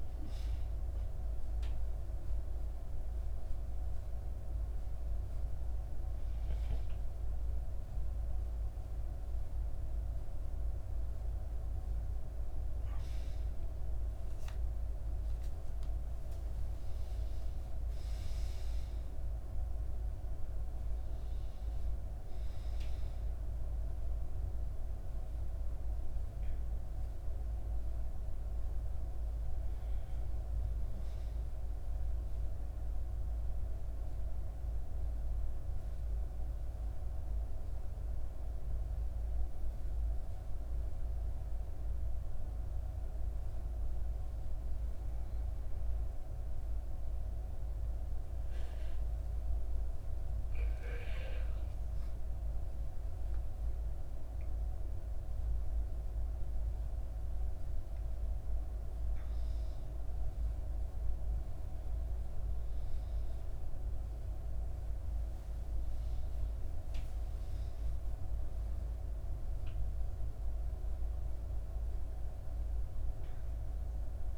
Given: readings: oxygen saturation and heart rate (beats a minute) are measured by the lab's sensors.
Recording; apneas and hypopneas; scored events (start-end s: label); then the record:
a person awake in a sleep study, hard to hear, by a room microphone; none
none scored
From the record:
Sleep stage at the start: awake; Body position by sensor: on the back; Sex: female